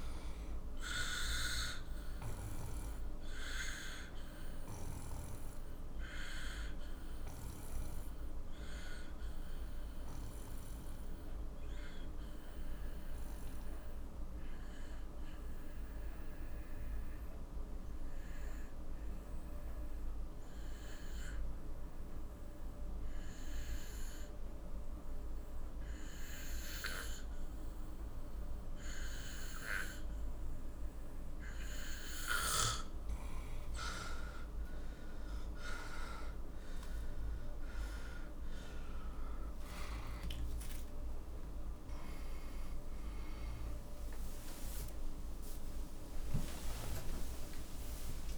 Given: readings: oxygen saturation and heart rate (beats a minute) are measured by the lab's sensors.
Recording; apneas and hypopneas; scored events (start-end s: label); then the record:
a person partly awake in a sleep study, by a room microphone; 1
1.50-14.50 s: oxygen desaturation (device-marked, oxygen 96% before, 92% lowest, heart rate 53 before, 42 extreme)
2.50-32.50 s: obstructive apnea (oxygen 98% before, 89% lowest, heart rate 53 before, 42 extreme, up 18 after)
28.50-48.38 s: oxygen desaturation (device-marked, oxygen 98% before, 89% lowest, heart rate 47 before, 49 extreme)
31.50-48.38 s: new sleep stage, awake
From the record:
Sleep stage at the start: N2 (light sleep); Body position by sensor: on the back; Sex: male